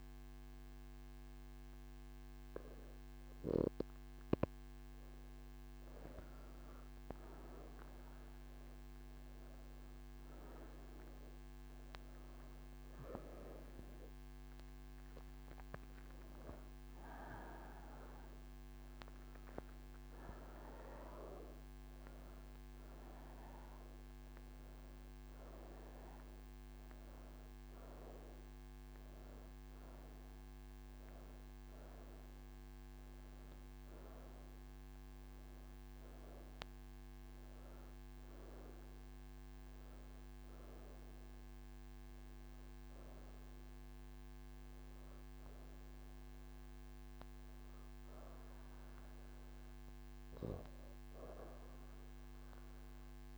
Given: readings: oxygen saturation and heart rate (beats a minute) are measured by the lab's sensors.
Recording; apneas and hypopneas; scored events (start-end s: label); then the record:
breathing in sleep by a microphone on the trachea; none
10.00-23.00 s: oxygen desaturation (device-marked, oxygen 98% before, 93% lowest)
46.00-53.38 s: oxygen desaturation (device-marked, oxygen 93% before, 87% lowest)
From the record:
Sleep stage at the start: N1 (lightest sleep); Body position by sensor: on the right side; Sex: female